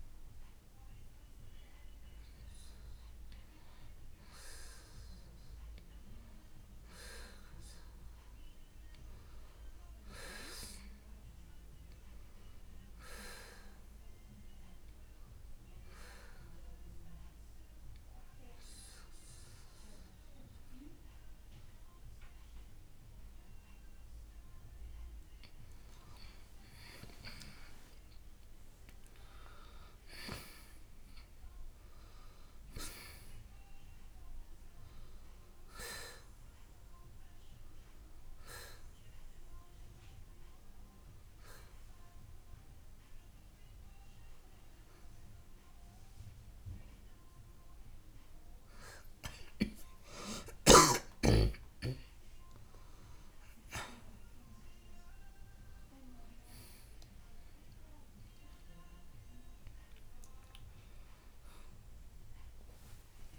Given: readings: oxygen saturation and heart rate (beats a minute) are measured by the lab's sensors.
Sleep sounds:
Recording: breathing in sleep by a room microphone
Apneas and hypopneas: none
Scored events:
24.00-33.00 s: oxygen desaturation (device-marked, oxygen 91% before, 87% lowest, heart rate 64 before, 62 extreme)
31.00-34.50 s: arousal
45.00-57.00 s: oxygen desaturation (device-marked, oxygen 91% before, 86% lowest, heart rate 67 before, 58 extreme)
From the record:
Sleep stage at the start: N2 (light sleep)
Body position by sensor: on the right side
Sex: male

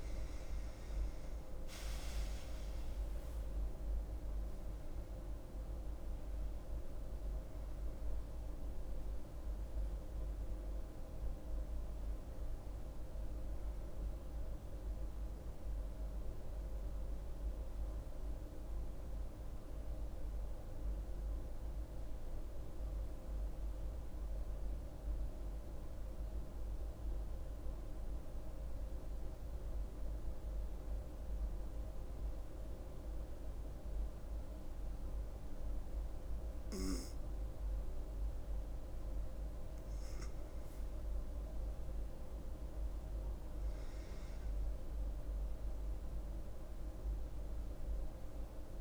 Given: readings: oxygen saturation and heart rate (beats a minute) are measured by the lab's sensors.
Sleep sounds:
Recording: breathing in sleep, hard to hear, by a room microphone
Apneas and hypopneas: 1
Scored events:
0.00-2.00 s: arousal
0.00-21.50 s: oxygen desaturation (device-marked, oxygen 91% lowest, heart rate 65 extreme)
16.00-36.00 s: central apnea (oxygen 97% before, 91% lowest, heart rate 78 before, 65 extreme, up 7 after)
39.50-45.00 s: arousal
43.50-48.81 s: oxygen desaturation (device-marked, oxygen 98% before, 94% lowest, heart rate 68 before, 65 extreme)
From the record:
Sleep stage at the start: N2 (light sleep)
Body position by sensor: on the back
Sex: female

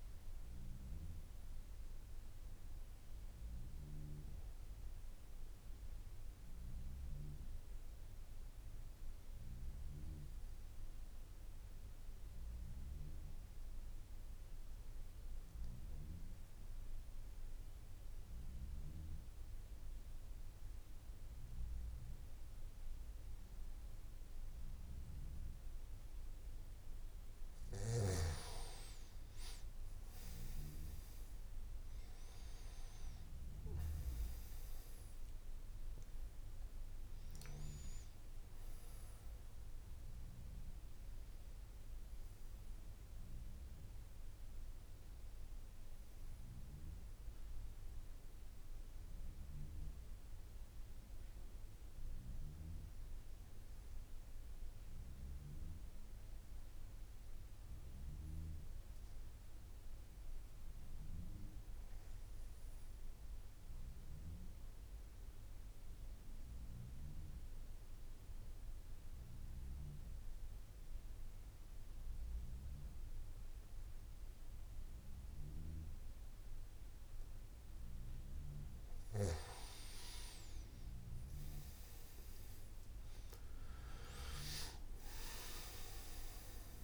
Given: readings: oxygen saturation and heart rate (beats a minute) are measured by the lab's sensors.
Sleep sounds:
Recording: breathing in sleep by a room microphone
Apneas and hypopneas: 2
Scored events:
0.00-5.00 s: oxygen desaturation (device-marked, oxygen 92% lowest, heart rate 55 extreme)
7.00-25.00 s: obstructive apnea (oxygen 98% before, 89% lowest, heart rate 61 before, 55 extreme, up 8 after)
8.00-86.84 s: new sleep stage, N1 (lightest sleep)
27.00-59.00 s: oxygen desaturation (device-marked, oxygen 97% before, 89% lowest, heart rate 56 before, 54 extreme)
54.50-78.00 s: obstructive apnea (oxygen 97% before, 89% lowest, heart rate 65 before, 54 extreme, up 16 after)
76.00-86.84 s: oxygen desaturation (device-marked, oxygen 98% before, 89% lowest, heart rate 55 before, 53 extreme)
84.50-86.50 s: long interval between heartbeats (device-marked, heart rate 56 before, 69 extreme)
From the record:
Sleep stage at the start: N3 (deep sleep)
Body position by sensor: on the back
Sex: male

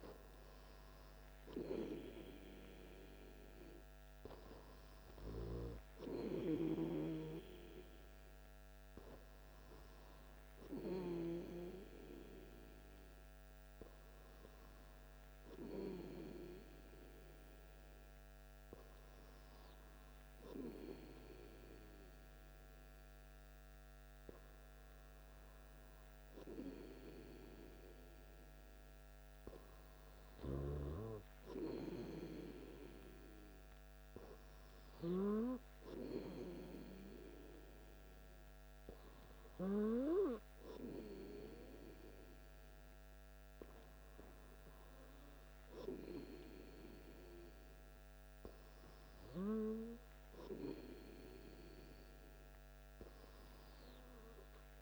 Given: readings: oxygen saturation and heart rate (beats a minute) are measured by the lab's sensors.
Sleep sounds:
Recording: breathing in sleep by a microphone on the trachea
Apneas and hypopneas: none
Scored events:
none scored
From the record:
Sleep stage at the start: N2 (light sleep)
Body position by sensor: on the back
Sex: male

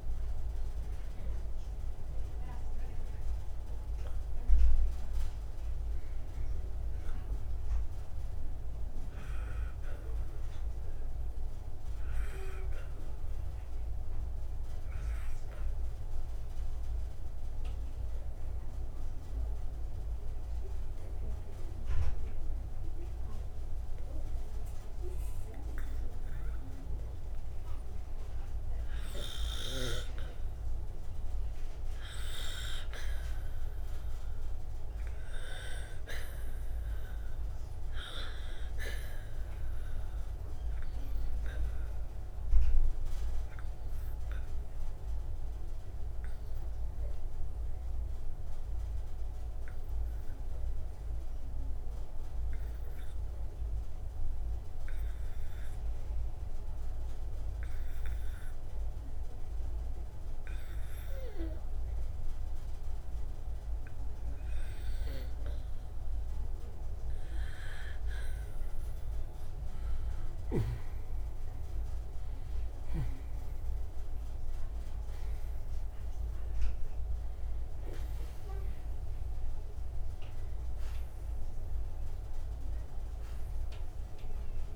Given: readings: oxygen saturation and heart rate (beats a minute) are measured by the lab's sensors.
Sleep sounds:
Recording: breathing in sleep by a room microphone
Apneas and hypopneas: 2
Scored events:
0.00-21.50 s: oxygen desaturation (device-marked, oxygen 89% lowest)
13.50-30.50 s: obstructive apnea (oxygen 97% before, 89% lowest)
32.50-36.50 s: arousal
42.50-62.50 s: obstructive apnea (oxygen 98% before, 89% lowest)
48.50-72.50 s: oxygen desaturation (device-marked, oxygen 95% before, 90% lowest)
65.00-68.50 s: arousal
From the record:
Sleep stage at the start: N2 (light sleep)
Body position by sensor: on the right side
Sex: male

